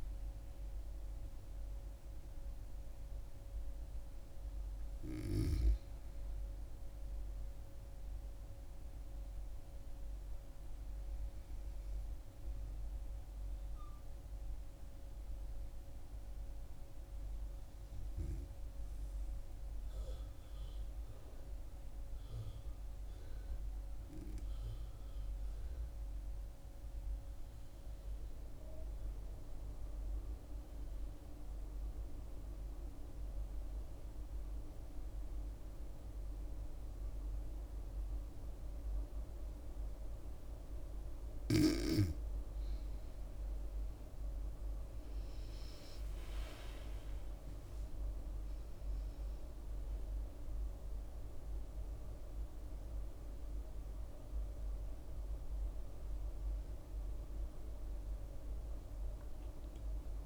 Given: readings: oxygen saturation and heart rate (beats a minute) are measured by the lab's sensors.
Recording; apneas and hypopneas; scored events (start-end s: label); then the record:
breathing in sleep by a room microphone; 1
0.00-7.50 s: oxygen desaturation (device-marked, oxygen 93% lowest, heart rate 66 extreme)
21.50-41.50 s: obstructive apnea (oxygen 98% before, 91% lowest, heart rate 72 before, 67 extreme, up 4 after)
37.50-58.50 s: oxygen desaturation (device-marked, oxygen 99% before, 91% lowest, heart rate 68 before, 68 extreme)
43.00-48.50 s: arousal
From the record:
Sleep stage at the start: N2 (light sleep); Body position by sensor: on the back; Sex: female